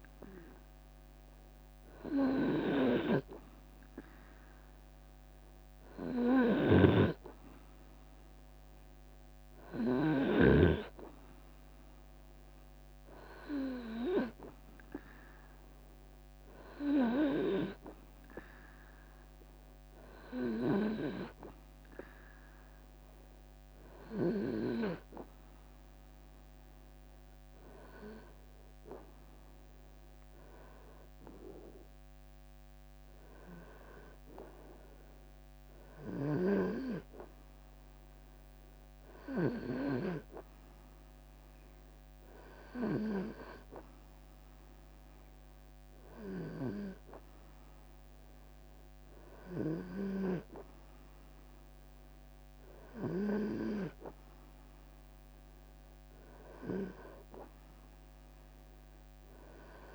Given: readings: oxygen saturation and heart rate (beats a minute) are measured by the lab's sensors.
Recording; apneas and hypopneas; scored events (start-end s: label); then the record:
breathing in sleep by a microphone on the trachea; none
6.50-8.50 s: long interval between heartbeats (device-marked, heart rate 71 before, 69 extreme)
9.50-21.50 s: drop in pulse transit time (device-marked, heart rate 71 before, 66 extreme)
29.50-42.50 s: drop in pulse transit time (device-marked, heart rate 78 before, 77 extreme)
From the record:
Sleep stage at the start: REM sleep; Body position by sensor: on the right side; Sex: male